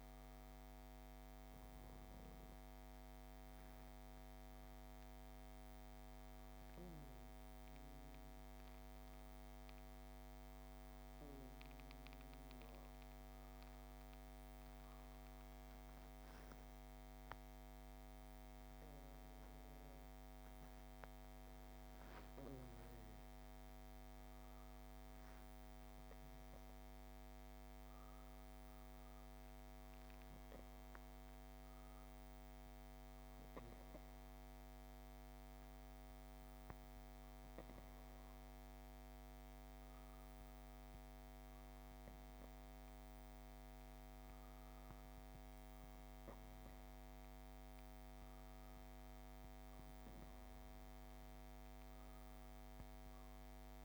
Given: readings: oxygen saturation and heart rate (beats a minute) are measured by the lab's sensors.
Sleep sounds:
breathing in sleep, hard to hear, by a microphone on the trachea; 1
0.00-12.50 s: oxygen desaturation (device-marked, oxygen 93% lowest, heart rate 58 extreme)
7.00-21.50 s: hypopnea (oxygen 98% before, 94% lowest, heart rate 66 before, 59 extreme, up 18 after)
22.00-27.00 s: arousal
From the record:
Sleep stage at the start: N2 (light sleep); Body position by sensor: on the back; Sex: female

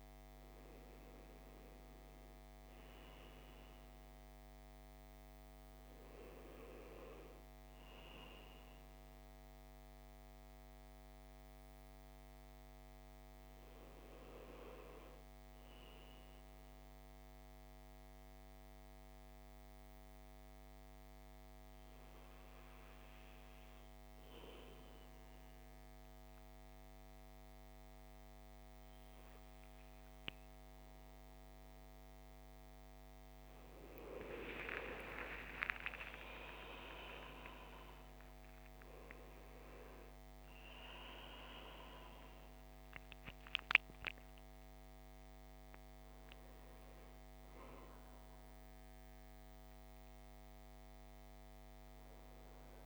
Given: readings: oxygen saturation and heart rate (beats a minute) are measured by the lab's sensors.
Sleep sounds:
breathing in sleep by a microphone on the trachea; 1
0.00-3.00 s: arousal
0.00-20.50 s: oxygen desaturation (device-marked, oxygen 90% lowest, heart rate 57 extreme)
10.00-32.50 s: mixed apnea (oxygen 99% before, 90% lowest, heart rate 60 before, 57 extreme, up 15 after)
34.50-39.50 s: arousal
49.50-52.86 s: oxygen desaturation (device-marked, oxygen 96% before, 93% lowest, heart rate 68 before, 60 extreme)
From the record:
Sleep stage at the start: N1 (lightest sleep); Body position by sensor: on the back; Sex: male

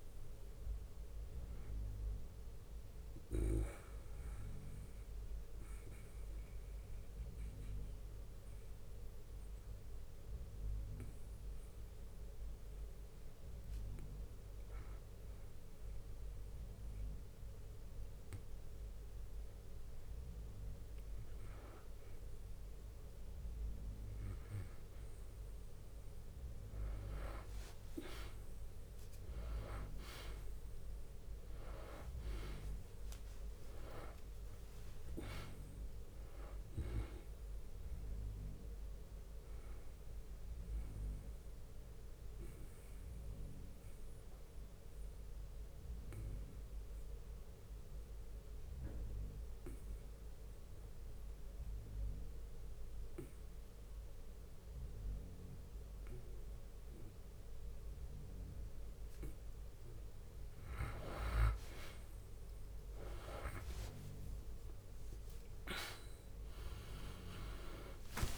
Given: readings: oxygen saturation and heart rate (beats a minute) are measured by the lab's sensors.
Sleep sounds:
breathing in sleep by a room microphone; 2
0.00-1.00 s: oxygen desaturation (device-marked, oxygen 93% lowest, heart rate 56 extreme)
0.00-3.00 s: drop in pulse transit time (device-marked, heart rate 45 extreme)
3.00-19.00 s: oxygen desaturation (device-marked, oxygen 96% before, 90% lowest, heart rate 59 before, 53 extreme)
3.00-21.50 s: obstructive apnea (oxygen 97% before, 90% lowest, heart rate 59 before, 53 extreme, up 2 after)
4.00-30.00 s: bradycardia (device-marked, heart rate 73 before, 53 extreme)
25.50-30.50 s: arousal
28.00-52.00 s: oxygen desaturation (device-marked, oxygen 98% before, 93% lowest, heart rate 57 before, 53 extreme)
31.00-42.00 s: drop in pulse transit time (device-marked, heart rate 56 before, 57 extreme)
34.00-36.00 s: long interval between heartbeats (device-marked, heart rate 57 before, 76 extreme)
39.50-59.50 s: obstructive apnea (oxygen 98% before, 91% lowest, heart rate 62 before, 25 extreme, up 34 after)
41.00-55.00 s: bradycardia (device-marked, heart rate 73 before, 53 extreme)
58.50-60.50 s: long interval between heartbeats (device-marked, heart rate 60 before, 63 extreme)
62.00-66.50 s: arousal
62.00-68.37 s: drop in pulse transit time (device-marked, heart rate 59 before, 25 extreme)
65.00-68.37 s: tachycardia (device-marked, heart rate 70 before, 139 extreme)
66.00-68.37 s: oxygen desaturation (device-marked, oxygen 97% before, 92% lowest, heart rate 61 before, 25 extreme)
From the record:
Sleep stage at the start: N2 (light sleep); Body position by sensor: on the back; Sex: male

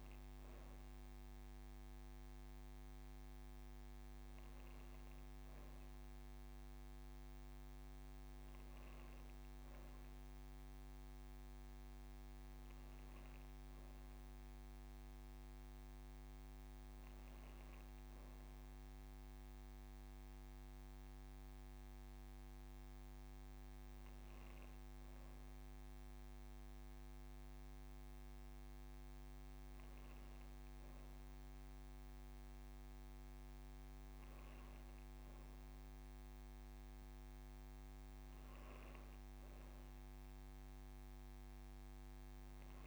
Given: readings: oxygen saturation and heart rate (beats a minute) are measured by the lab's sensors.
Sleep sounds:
breathing in sleep, hard to hear, by a microphone on the trachea; none
3.00-42.87 s: new sleep stage, N1 (lightest sleep)
From the record:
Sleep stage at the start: N2 (light sleep); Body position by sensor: on the back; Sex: female

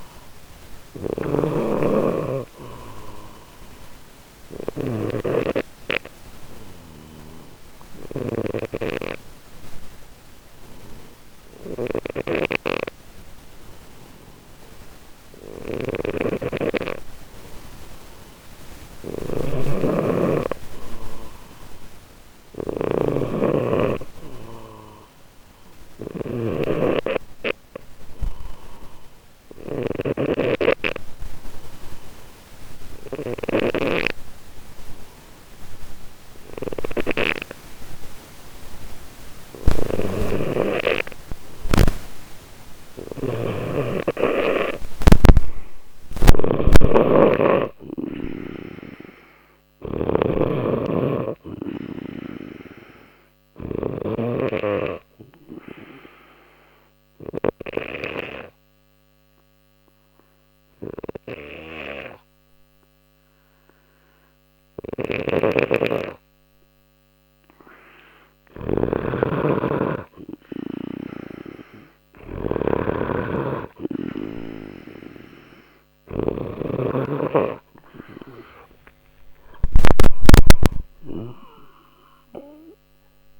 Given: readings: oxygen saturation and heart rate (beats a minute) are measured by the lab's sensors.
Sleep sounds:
breathing in sleep by a microphone on the trachea; 3
0.00-37.00 s: snoring (device-marked)
0.50-17.50 s: oxygen desaturation (device-marked, oxygen 95% before, 92% lowest, heart rate 60 before, 60 extreme)
4.00-16.50 s: obstructive apnea (oxygen 96% before, 91% lowest, heart rate 60 before, 60 extreme, up 0 after)
19.00-22.50 s: arousal
27.00-41.50 s: obstructive apnea (oxygen 95% before, 91% lowest, heart rate 60 before, 60 extreme, up 0 after)
39.00-58.00 s: snoring (device-marked)
45.00-49.00 s: arousal
46.50-61.50 s: oxygen desaturation (device-marked, oxygen 95% before, 92% lowest, heart rate 60 before, 59 extreme)
53.50-68.50 s: obstructive apnea (oxygen 95% before, 91% lowest, heart rate 60 before, 59 extreme, up 1 after)
64.50-76.00 s: snoring (device-marked)
73.50-83.40 s: oxygen desaturation (device-marked, oxygen 94% before, 91% lowest, heart rate 61 before, 59 extreme)
77.00-81.00 s: arousal
From the record:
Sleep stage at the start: N2 (light sleep); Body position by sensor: on the left side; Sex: male

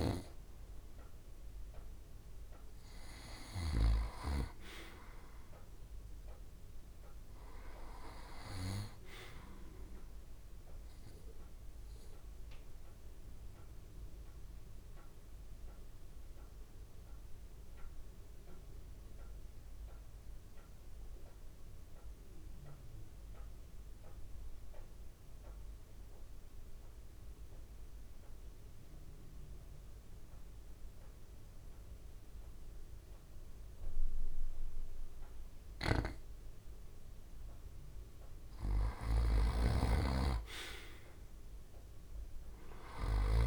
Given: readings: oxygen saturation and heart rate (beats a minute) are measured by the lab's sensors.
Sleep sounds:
breathing in sleep by a room microphone; 1
0.00-3.50 s: snoring (device-marked)
0.00-11.00 s: oxygen desaturation (device-marked, oxygen 85% lowest, heart rate 66 extreme)
13.50-37.50 s: obstructive apnea (oxygen 96% before, 83% lowest, heart rate 67 before, 67 extreme, up 2 after)
35.00-43.47 s: snoring (device-marked)
38.00-43.47 s: oxygen desaturation (device-marked, oxygen 95% before, 83% lowest, heart rate 68 before, 65 extreme)
40.50-43.47 s: arousal
From the record:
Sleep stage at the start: REM sleep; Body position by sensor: on the back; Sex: male

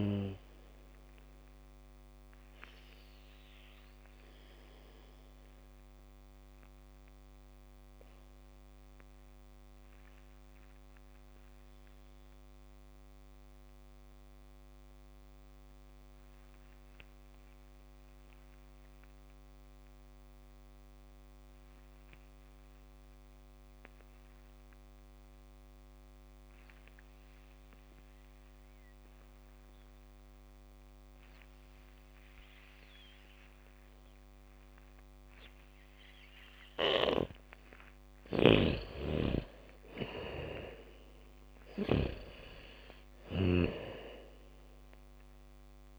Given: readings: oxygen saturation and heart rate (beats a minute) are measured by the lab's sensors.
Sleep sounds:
breathing in sleep by a microphone on the trachea; 1
0.00-20.00 s: oxygen desaturation (device-marked, oxygen 77% lowest, heart rate 43 extreme)
3.00-37.00 s: mixed apnea (oxygen 98% before, 76% lowest, heart rate 60 before, 54 extreme, up 30 after)
27.00-35.00 s: bradycardia (device-marked, heart rate 71 before, 57 extreme)
33.00-45.99 s: oxygen desaturation (device-marked, oxygen 98% before, 76% lowest, heart rate 72 before, 55 extreme)
38.50-45.99 s: snoring (device-marked)
39.50-44.00 s: arousal
From the record:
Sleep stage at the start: N2 (light sleep); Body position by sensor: on the back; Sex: female

